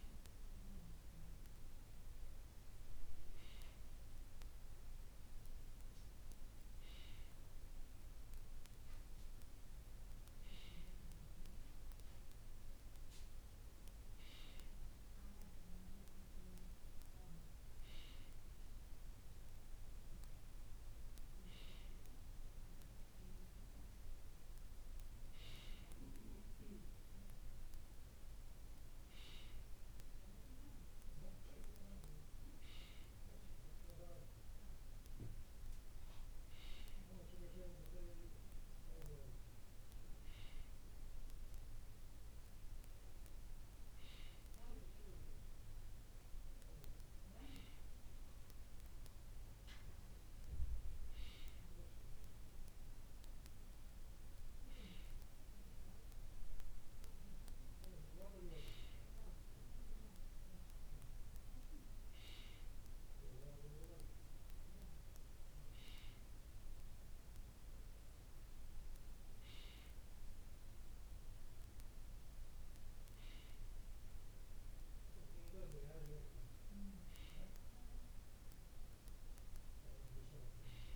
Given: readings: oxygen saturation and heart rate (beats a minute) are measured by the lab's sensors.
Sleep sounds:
breathing in sleep by a room microphone; none
none scored
From the record:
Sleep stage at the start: N2 (light sleep); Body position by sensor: on the right side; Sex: male

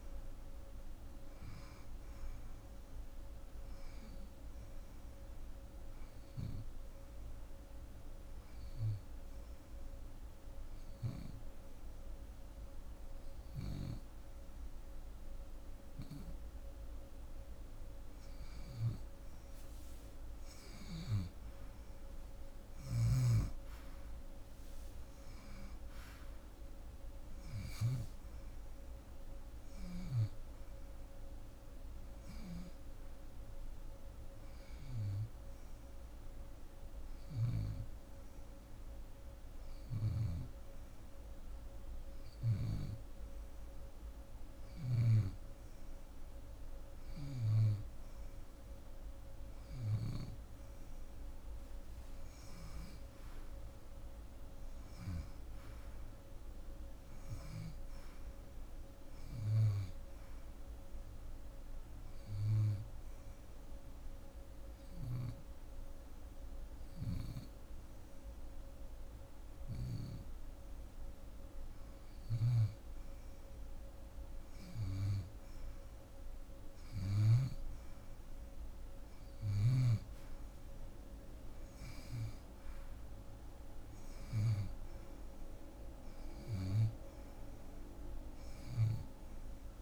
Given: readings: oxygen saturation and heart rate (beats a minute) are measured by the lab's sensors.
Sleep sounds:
breathing in sleep by a room microphone; 3
5.00-17.00 s: hypopnea (oxygen 90% before, 88% lowest)
20.00-24.50 s: arousal
22.00-27.50 s: snoring (device-marked)
34.50-45.50 s: hypopnea (oxygen 91% before, 88% lowest)
36.50-42.00 s: snoring (device-marked)
48.00-52.50 s: arousal
61.00-71.00 s: hypopnea (oxygen 91% before, 88% lowest)
71.50-77.00 s: snoring (device-marked)
73.50-78.50 s: arousal
From the record:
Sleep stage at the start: N2 (light sleep); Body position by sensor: on the left side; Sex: female

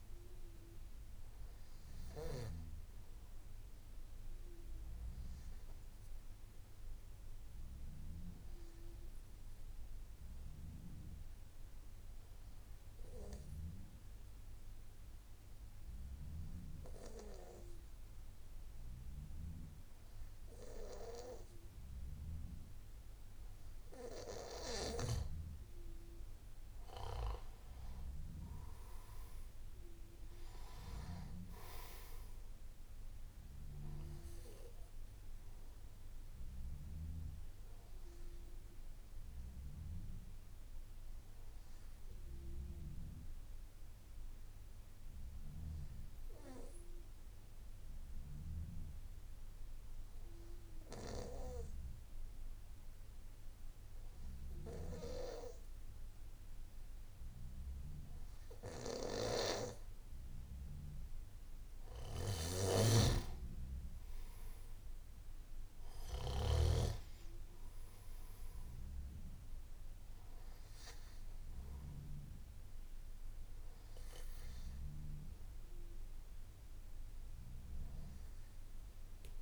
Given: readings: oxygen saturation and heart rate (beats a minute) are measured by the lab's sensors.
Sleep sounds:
breathing in sleep by a room microphone; 2
8.50-24.50 s: obstructive apnea (oxygen 98% before, 92% lowest, heart rate 55 before, 51 extreme, up 8 after)
31.50-53.50 s: oxygen desaturation (device-marked, oxygen 97% before, 92% lowest, heart rate 54 before, 51 extreme)
40.50-60.50 s: obstructive apnea (oxygen 97% before, 92% lowest, heart rate 55 before, 53 extreme, up 4 after)
62.00-66.50 s: snoring (device-marked)
From the record:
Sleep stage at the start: N2 (light sleep); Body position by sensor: on the back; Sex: male

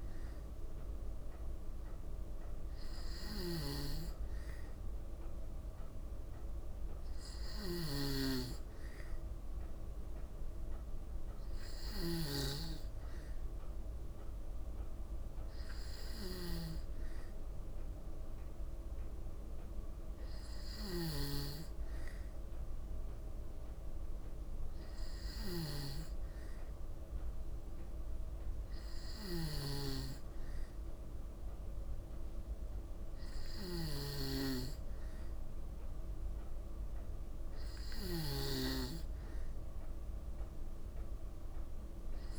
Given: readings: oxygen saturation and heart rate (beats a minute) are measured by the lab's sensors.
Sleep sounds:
breathing in sleep by a room microphone; none
0.00-42.39 s: snoring (device-marked)
From the record:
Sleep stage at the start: N2 (light sleep); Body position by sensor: on the back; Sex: female

